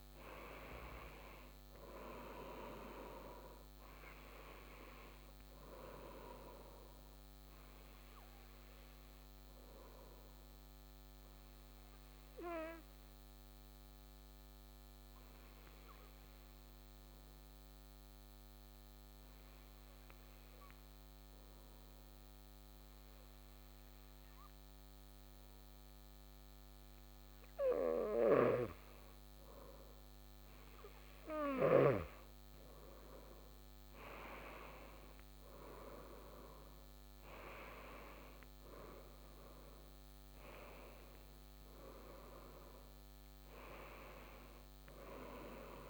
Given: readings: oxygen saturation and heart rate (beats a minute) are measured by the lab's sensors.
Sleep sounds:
breathing in sleep by a microphone on the trachea; 1
7.00-29.00 s: obstructive apnea (oxygen 96% before, 93% lowest, heart rate 81 before, 37 extreme)
32.50-38.50 s: arousal
38.00-44.00 s: oxygen desaturation (device-marked, oxygen 97% before, 93% lowest, heart rate 127 before, 37 extreme)
From the record:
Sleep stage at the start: N2 (light sleep); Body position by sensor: on the back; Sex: male

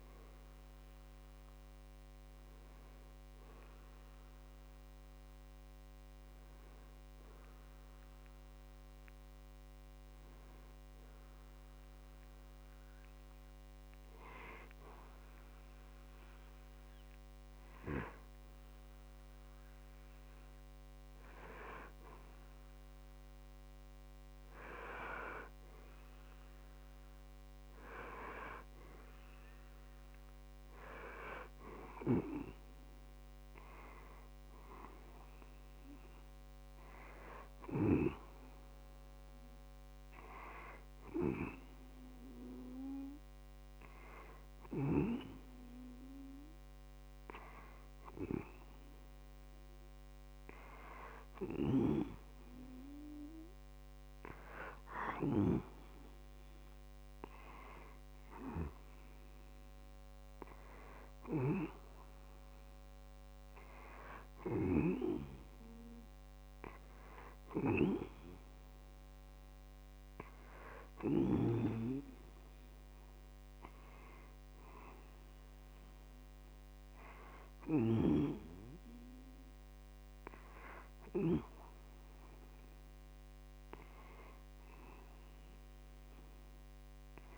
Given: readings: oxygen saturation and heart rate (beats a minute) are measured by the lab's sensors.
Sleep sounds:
breathing in sleep by a microphone on the trachea; 1
13.00-24.00 s: hypopnea (oxygen 95% before, 91% lowest, heart rate 65 before, 50 extreme, up 0 after)
25.50-29.50 s: arousal
25.50-42.50 s: oxygen desaturation (device-marked, oxygen 95% before, 91% lowest, heart rate 60 before, 50 extreme)
From the record:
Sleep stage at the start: N2 (light sleep); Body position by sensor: on the back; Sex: male

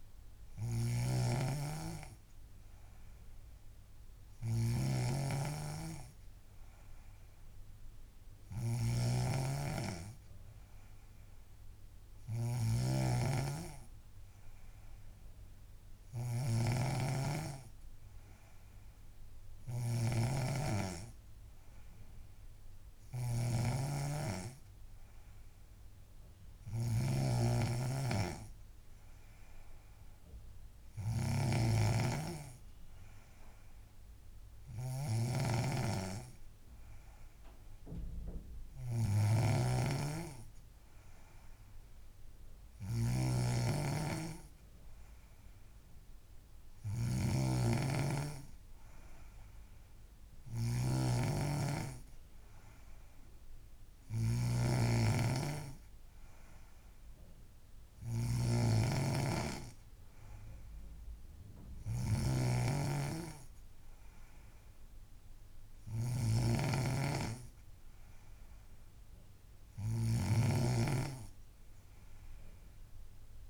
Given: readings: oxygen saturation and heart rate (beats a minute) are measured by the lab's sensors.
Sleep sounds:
breathing in sleep by a room microphone; none
0.00-73.50 s: snoring (device-marked)
From the record:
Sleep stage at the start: N3 (deep sleep); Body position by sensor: on the back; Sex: female

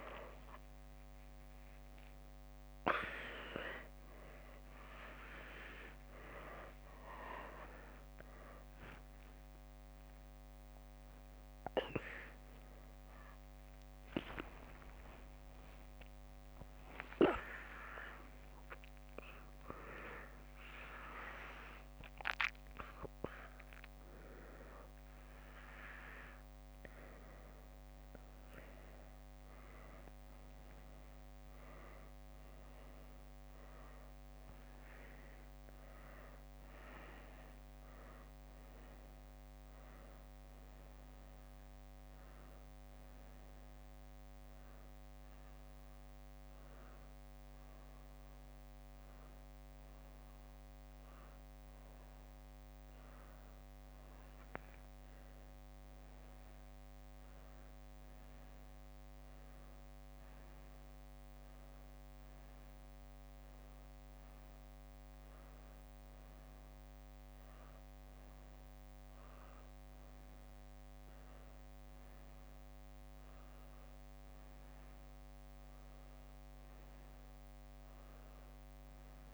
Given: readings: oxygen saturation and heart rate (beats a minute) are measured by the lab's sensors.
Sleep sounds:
a person awake in a sleep study, by a microphone on the trachea; none
0.00-8.00 s: drop in pulse transit time (device-marked, heart rate 66 extreme)
16.00-26.00 s: drop in pulse transit time (device-marked, heart rate 78 before, 72 extreme)
23.00-27.00 s: leg movement (device-marked)
29.50-34.00 s: leg movement (device-marked)
36.00-40.00 s: leg movement (device-marked)
38.00-50.00 s: drop in pulse transit time (device-marked, heart rate 73 before, 65 extreme)
42.00-46.00 s: leg movement (device-marked)
48.00-52.00 s: leg movement (device-marked)
54.50-58.50 s: leg movement (device-marked)
61.50-65.50 s: leg movement (device-marked)
68.00-72.50 s: leg movement (device-marked)
74.50-79.34 s: leg movement (device-marked)
From the record:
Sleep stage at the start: awake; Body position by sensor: on the back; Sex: female

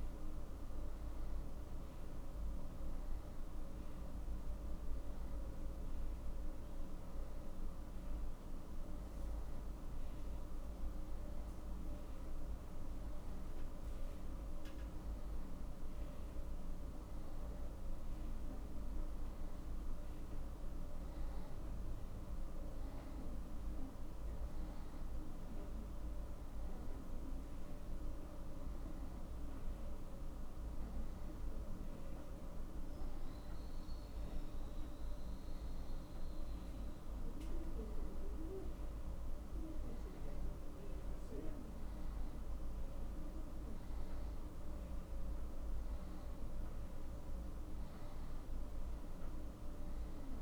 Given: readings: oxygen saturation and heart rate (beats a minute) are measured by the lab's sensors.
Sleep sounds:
a person awake in a sleep study, hard to hear, by a room microphone; none
none scored
From the record:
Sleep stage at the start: awake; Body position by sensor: on the back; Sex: male

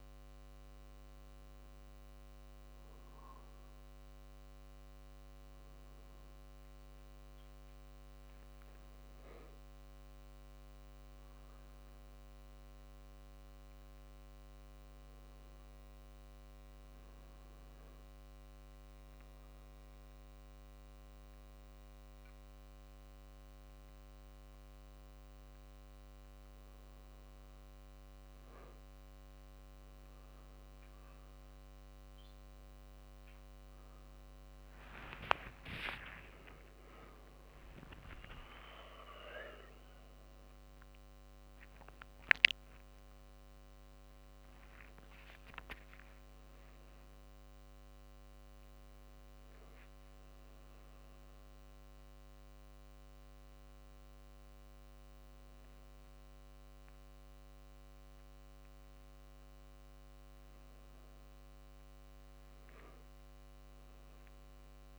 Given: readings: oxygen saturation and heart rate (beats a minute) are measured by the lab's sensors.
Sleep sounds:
a person partly awake in a sleep study, by a microphone on the trachea; none
7.50-37.50 s: new sleep stage, awake
16.00-18.00 s: long interval between heartbeats (device-marked, heart rate 51 before, 58 extreme)
30.50-47.50 s: oxygen desaturation (device-marked, oxygen 96% before, 92% lowest, heart rate 55 before, 48 extreme)
37.50-64.99 s: new sleep stage, N1 (lightest sleep)
41.00-43.00 s: long interval between heartbeats (device-marked, heart rate 54 before, 61 extreme)
45.00-47.00 s: long interval between heartbeats (device-marked, heart rate 55 before, 71 extreme)
From the record:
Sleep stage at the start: N2 (light sleep); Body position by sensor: on the right side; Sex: male

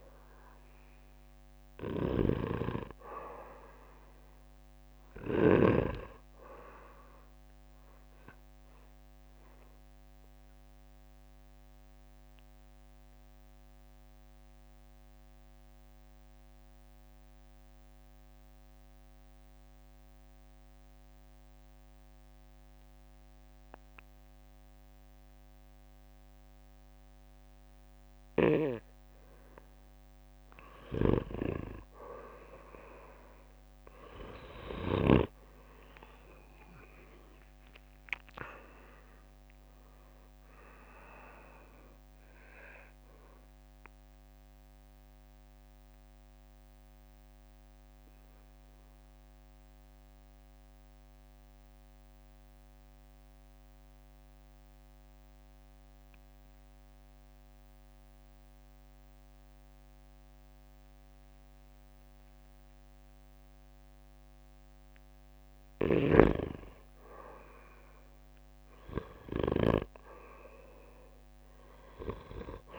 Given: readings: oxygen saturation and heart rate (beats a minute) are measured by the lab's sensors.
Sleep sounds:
breathing in sleep by a microphone on the trachea; 2
0.00-18.50 s: oxygen desaturation (device-marked, oxygen 91% lowest, heart rate 57 extreme)
9.00-29.00 s: obstructive apnea (oxygen 97% before, 87% lowest, heart rate 67 before, 53 extreme, up 10 after)
26.50-58.50 s: oxygen desaturation (device-marked, oxygen 97% before, 87% lowest, heart rate 60 before, 53 extreme)
32.00-35.50 s: arousal
36.50-49.50 s: drop in pulse transit time (device-marked, heart rate 63 before, 54 extreme)
44.00-65.50 s: mixed apnea (oxygen 97% before, 87% lowest, heart rate 68 before, 53 extreme, up 12 after)
68.00-70.00 s: arousal
From the record:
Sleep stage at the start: N2 (light sleep); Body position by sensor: on the back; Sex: male

